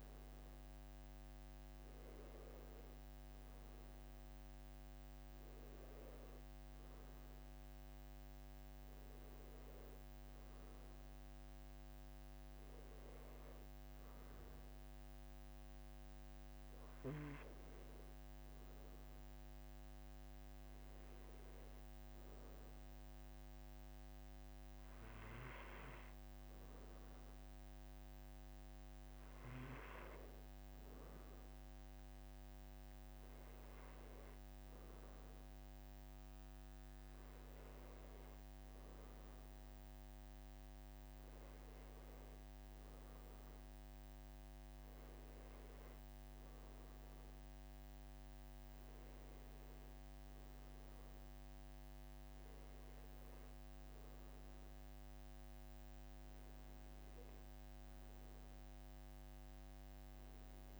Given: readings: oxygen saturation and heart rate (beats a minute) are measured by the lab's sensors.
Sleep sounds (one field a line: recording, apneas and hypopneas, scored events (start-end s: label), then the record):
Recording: breathing in sleep, hard to hear, by a microphone on the trachea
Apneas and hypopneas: none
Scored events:
25.50-27.50 s: long interval between heartbeats (device-marked, heart rate 48 before, 57 extreme)
29.50-31.50 s: long interval between heartbeats (device-marked, heart rate 49 before, 64 extreme)
41.00-43.00 s: long interval between heartbeats (device-marked, heart rate 53 before, 55 extreme)
From the record:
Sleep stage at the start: N1 (lightest sleep)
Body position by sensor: on the back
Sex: male